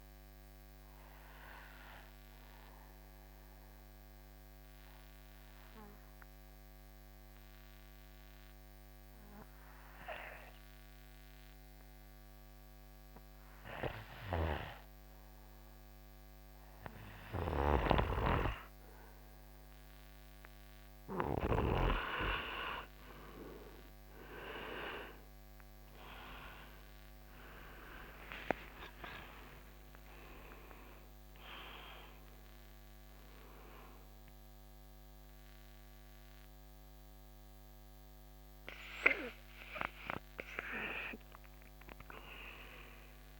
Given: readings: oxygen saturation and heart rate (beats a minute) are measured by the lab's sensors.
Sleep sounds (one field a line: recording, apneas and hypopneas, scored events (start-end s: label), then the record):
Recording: breathing in sleep by a microphone on the trachea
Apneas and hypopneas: 1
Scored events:
4.50-21.00 s: hypopnea (oxygen 94% before, 91% lowest, heart rate 68 before, 65 extreme, up 7 after)
24.50-28.00 s: arousal
27.00-43.40 s: oxygen desaturation (device-marked, oxygen 97% before, 92% lowest, heart rate 66 before, 65 extreme)
From the record:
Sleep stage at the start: N2 (light sleep)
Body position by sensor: on the right side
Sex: male